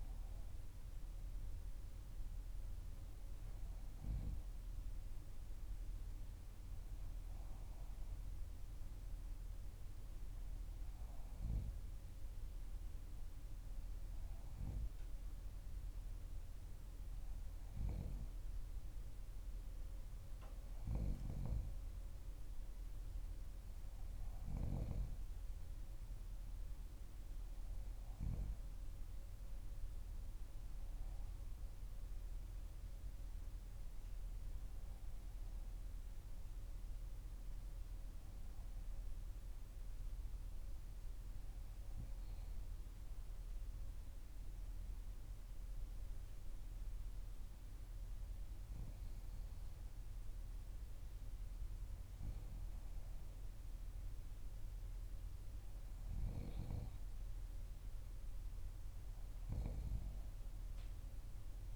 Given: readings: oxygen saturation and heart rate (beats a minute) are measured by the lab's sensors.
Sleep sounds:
breathing in sleep by a room microphone; none
none scored
From the record:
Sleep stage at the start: N2 (light sleep); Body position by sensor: on the back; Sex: female

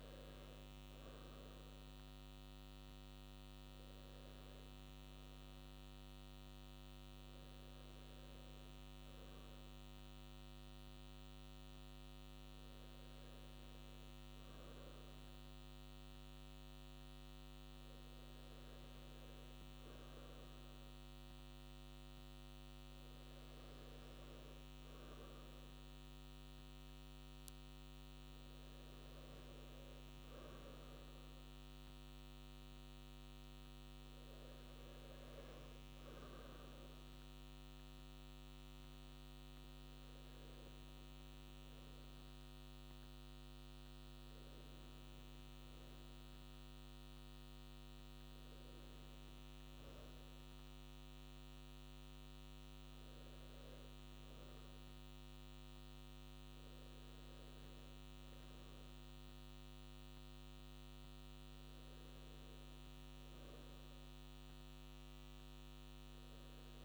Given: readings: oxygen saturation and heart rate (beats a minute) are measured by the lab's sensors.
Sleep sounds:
breathing in sleep, hard to hear, by a microphone on the trachea; none
none scored
From the record:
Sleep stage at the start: N2 (light sleep); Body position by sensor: on the right side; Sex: male

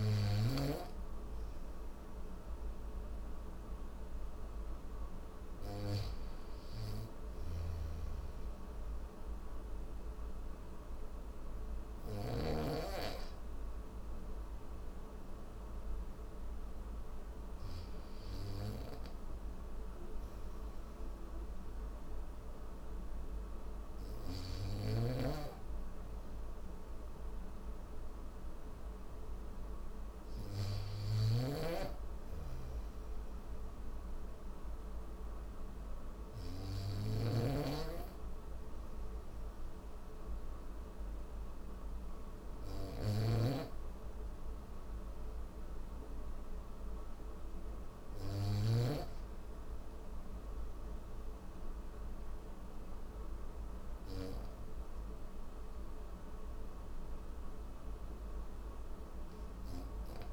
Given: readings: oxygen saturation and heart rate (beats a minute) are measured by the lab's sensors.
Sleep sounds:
breathing in sleep by a room microphone; none
0.00-16.00 s: oxygen desaturation (device-marked, oxygen 92% lowest, heart rate 64 extreme)
7.00-12.00 s: snoring (device-marked)
18.00-60.33 s: new sleep stage, N3 (deep sleep)
24.50-48.50 s: snoring (device-marked)
59.00-60.33 s: oxygen desaturation (device-marked, oxygen 94% before, 82% lowest, heart rate 71 before, 64 extreme)
From the record:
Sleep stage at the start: N1 (lightest sleep); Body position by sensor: on the back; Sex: male

